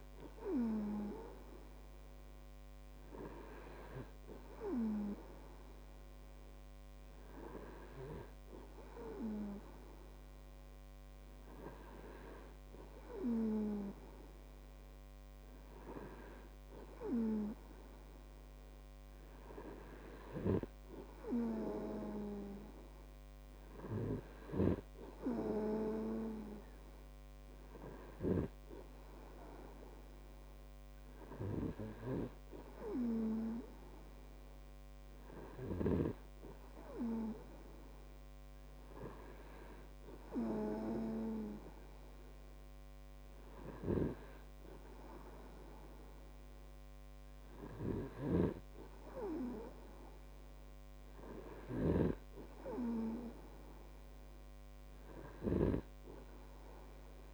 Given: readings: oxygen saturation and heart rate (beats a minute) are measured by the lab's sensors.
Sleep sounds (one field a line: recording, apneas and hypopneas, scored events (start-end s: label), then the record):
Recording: breathing in sleep by a microphone on the trachea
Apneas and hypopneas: none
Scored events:
48.50-52.50 s: snoring (device-marked)
From the record:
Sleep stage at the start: N2 (light sleep)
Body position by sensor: on the right side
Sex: male